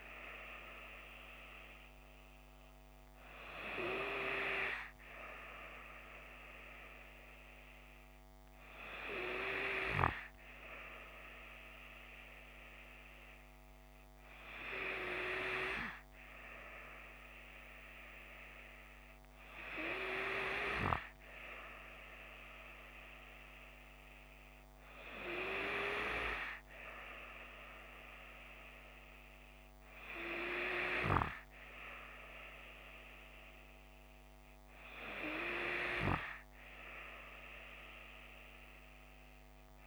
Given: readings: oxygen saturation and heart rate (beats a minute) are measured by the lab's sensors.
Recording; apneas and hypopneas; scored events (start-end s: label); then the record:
breathing in sleep by a microphone on the trachea; none
none scored
From the record:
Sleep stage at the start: N3 (deep sleep); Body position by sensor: on the left side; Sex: female